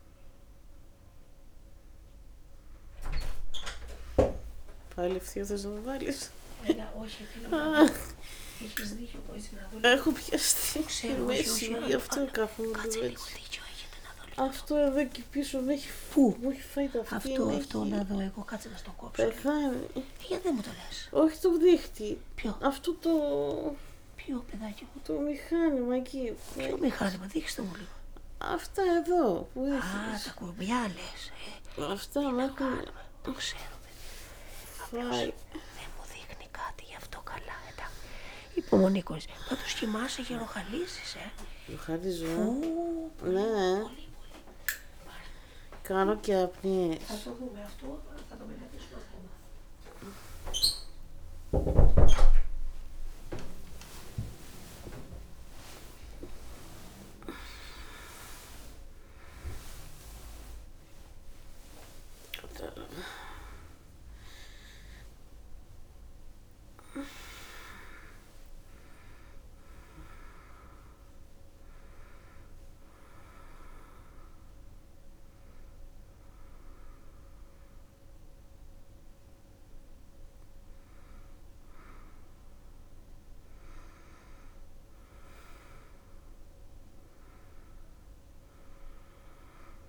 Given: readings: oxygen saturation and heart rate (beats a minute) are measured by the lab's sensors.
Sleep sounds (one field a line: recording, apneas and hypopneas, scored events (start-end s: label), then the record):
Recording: a person awake in a sleep study, by a room microphone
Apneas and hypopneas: none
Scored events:
none scored
From the record:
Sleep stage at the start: awake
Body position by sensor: on the back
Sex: female